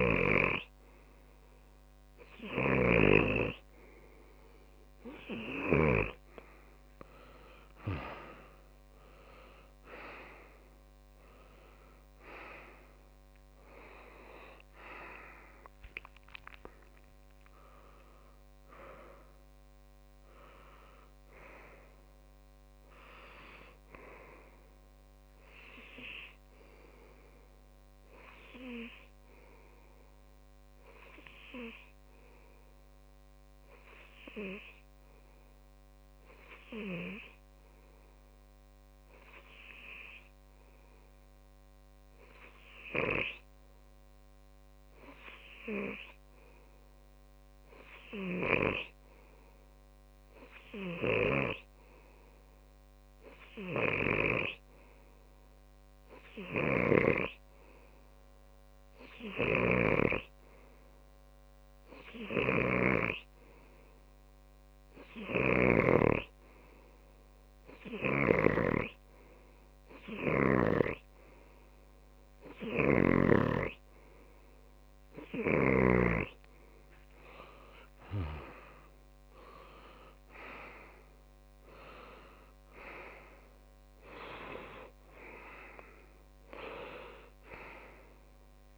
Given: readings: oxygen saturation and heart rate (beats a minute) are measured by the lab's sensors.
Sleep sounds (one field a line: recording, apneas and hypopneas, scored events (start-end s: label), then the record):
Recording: breathing in sleep by a microphone on the trachea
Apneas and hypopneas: 1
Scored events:
0.00-1.50 s: long interval between heartbeats (device-marked, heart rate 49 extreme)
0.00-4.00 s: snoring (device-marked)
0.00-4.00 s: tachycardia (device-marked, heart rate 119 extreme)
1.00-22.00 s: oxygen desaturation (device-marked, oxygen 99% before, 94% lowest)
2.50-4.50 s: long interval between heartbeats (device-marked, heart rate 70 before, 109 extreme)
8.00-10.00 s: long interval between heartbeats (device-marked, heart rate 70 before, 60 extreme)
10.00-32.00 s: tachycardia (device-marked, heart rate 38 before, 146 extreme)
10.50-15.50 s: arousal
11.00-13.00 s: long interval between heartbeats (device-marked, heart rate 69 before, 85 extreme)
14.00-16.00 s: long interval between heartbeats (device-marked, heart rate 73 before, 116 extreme)
16.50-18.50 s: long interval between heartbeats (device-marked, heart rate 82 before, 126 extreme)
19.50-21.50 s: long interval between heartbeats (device-marked, heart rate 99 before, 123 extreme)
23.00-25.00 s: long interval between heartbeats (device-marked, heart rate 107 before, 117 extreme)
26.00-28.00 s: long interval between heartbeats (device-marked, heart rate 109 before, 137 extreme)
28.00-56.00 s: hypopnea (oxygen 98% before, 94% lowest)
39.50-41.50 s: long interval between heartbeats (device-marked)
52.00-54.00 s: long interval between heartbeats (device-marked)
57.00-59.50 s: arousal
59.50-61.50 s: long interval between heartbeats (device-marked)
60.00-74.00 s: snoring (device-marked)
63.00-76.00 s: oxygen desaturation (device-marked, oxygen 99% before, 94% lowest)
63.50-65.50 s: long interval between heartbeats (device-marked)
64.00-70.00 s: tachycardia (device-marked, heart rate 45 before, 109 extreme)
66.00-68.00 s: long interval between heartbeats (device-marked)
70.00-72.00 s: long interval between heartbeats (device-marked, heart rate 37 before, 116 extreme)
72.00-74.00 s: long interval between heartbeats (device-marked, heart rate 48 before, 96 extreme)
75.50-77.50 s: long interval between heartbeats (device-marked, heart rate 60 before, 56 extreme)
76.00-85.00 s: tachycardia (device-marked, heart rate 46 before, 160 extreme)
77.50-79.50 s: long interval between heartbeats (device-marked, heart rate 65 before, 79 extreme)
80.50-82.50 s: long interval between heartbeats (device-marked, heart rate 76 before, 109 extreme)
83.00-85.00 s: long interval between heartbeats (device-marked, heart rate 93 before, 138 extreme)
86.00-88.00 s: long interval between heartbeats (device-marked, heart rate 108 before, 126 extreme)
From the record:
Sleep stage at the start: N2 (light sleep)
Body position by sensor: on the left side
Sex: male